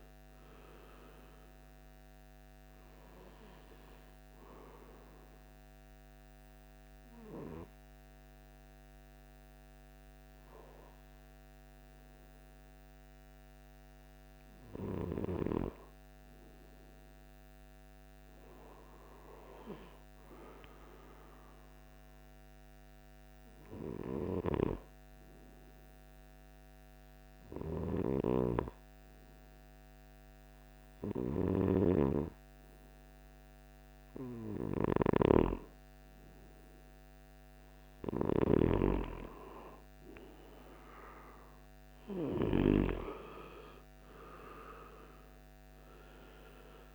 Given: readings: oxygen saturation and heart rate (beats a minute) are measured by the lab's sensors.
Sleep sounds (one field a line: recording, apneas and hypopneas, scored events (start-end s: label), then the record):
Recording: breathing in sleep by a microphone on the trachea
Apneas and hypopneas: 1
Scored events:
20.50-33.50 s: hypopnea (oxygen 97% before, 94% lowest, heart rate 59 before, 56 extreme, up 7 after)
35.50-39.50 s: arousal
42.00-46.95 s: new sleep stage, REM sleep
From the record:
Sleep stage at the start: N2 (light sleep)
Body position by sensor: on the right side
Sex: male